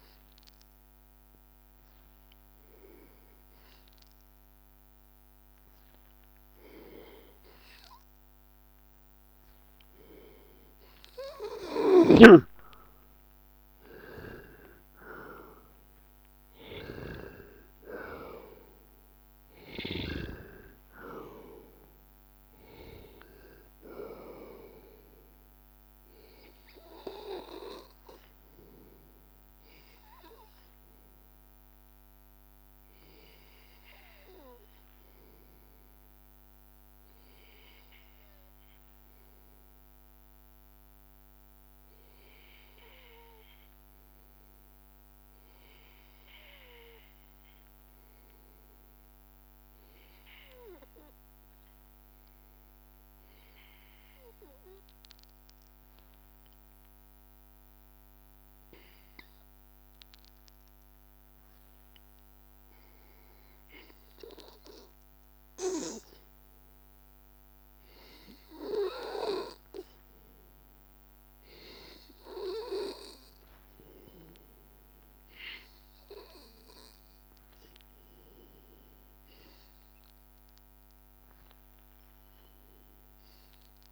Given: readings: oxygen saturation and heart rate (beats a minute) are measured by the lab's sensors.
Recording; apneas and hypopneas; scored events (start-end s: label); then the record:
breathing in sleep by a microphone on the trachea; 1
0.00-38.50 s: oxygen desaturation (device-marked, oxygen 90% lowest, heart rate 80 extreme)
28.50-32.00 s: arousal
34.50-63.50 s: hypopnea (oxygen 95% before, 93% lowest, heart rate 86 before, 82 extreme, up 0 after)
58.50-64.50 s: oxygen desaturation (device-marked, oxygen 99% before, 97% lowest, heart rate 83 before, 82 extreme)
65.50-68.50 s: arousal
From the record:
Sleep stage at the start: N2 (light sleep); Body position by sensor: on the back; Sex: male